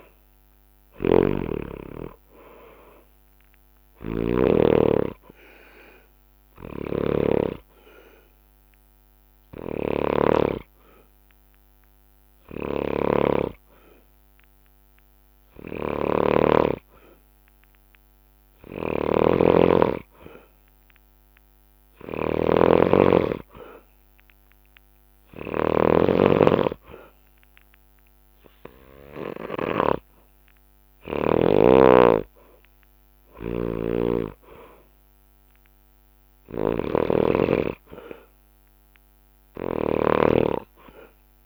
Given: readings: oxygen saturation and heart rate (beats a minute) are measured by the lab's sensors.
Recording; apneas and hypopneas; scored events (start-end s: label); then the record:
breathing in sleep by a microphone on the trachea; 1
0.00-2.00 s: arousal
0.00-2.50 s: oxygen desaturation (device-marked, oxygen 92% lowest, heart rate 58 extreme)
0.50-4.50 s: snoring (device-marked)
5.50-17.50 s: obstructive apnea (oxygen 96% before, 91% lowest, heart rate 64 before, 58 extreme, up 3 after)
6.50-29.50 s: snoring (device-marked)
8.50-16.50 s: bradycardia (device-marked, heart rate 65 before, 58 extreme)
10.50-23.50 s: oxygen desaturation (device-marked, oxygen 96% before, 91% lowest, heart rate 66 before, 58 extreme)
22.50-41.46 s: drop in pulse transit time (device-marked, heart rate 62 before, 59 extreme)
25.00-29.00 s: arousal
31.50-41.46 s: snoring (device-marked)
From the record:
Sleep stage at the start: N2 (light sleep); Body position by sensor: on the back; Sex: male